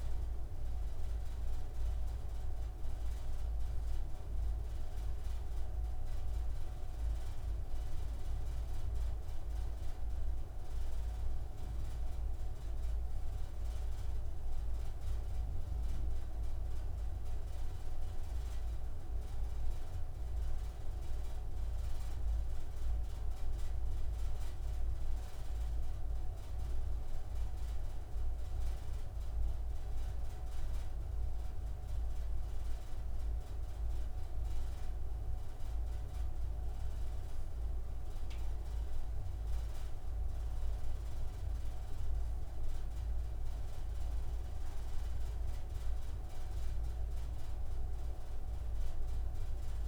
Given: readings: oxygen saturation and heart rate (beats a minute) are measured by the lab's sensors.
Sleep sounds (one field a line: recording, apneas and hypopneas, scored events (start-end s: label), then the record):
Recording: breathing in sleep, hard to hear, by a room microphone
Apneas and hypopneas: none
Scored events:
none scored
From the record:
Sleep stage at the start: N3 (deep sleep)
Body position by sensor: on the right side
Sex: male